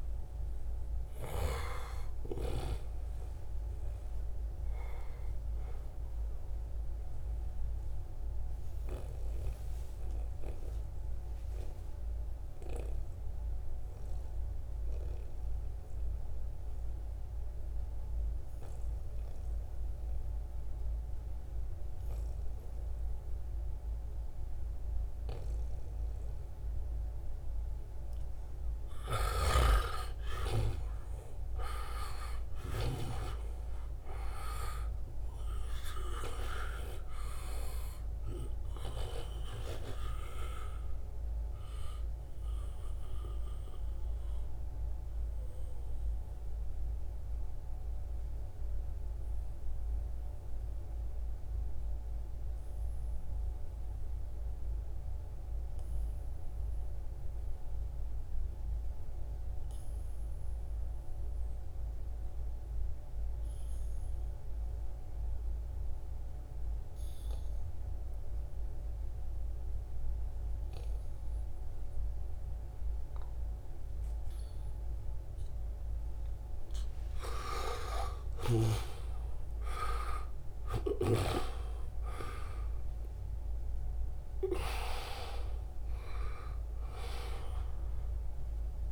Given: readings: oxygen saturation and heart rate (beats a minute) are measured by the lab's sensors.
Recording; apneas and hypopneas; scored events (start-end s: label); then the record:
breathing in sleep by a room microphone; 2
0.00-2.00 s: arousal
8.00-26.50 s: obstructive apnea (oxygen 98% before, 89% lowest, heart rate 75 before, 69 extreme, up 5 after)
28.00-32.00 s: arousal
28.00-32.00 s: snoring (device-marked)
32.00-52.00 s: oxygen desaturation (device-marked, oxygen 95% before, 90% lowest, heart rate 71 before, 60 extreme)
43.00-75.00 s: mixed apnea (oxygen 95% before, 88% lowest, heart rate 74 before, 60 extreme, up 13 after)
70.00-88.92 s: oxygen desaturation (device-marked, oxygen 96% before, 88% lowest, heart rate 67 before, 61 extreme)
76.50-82.50 s: arousal
From the record:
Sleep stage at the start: N2 (light sleep); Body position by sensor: on the back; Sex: male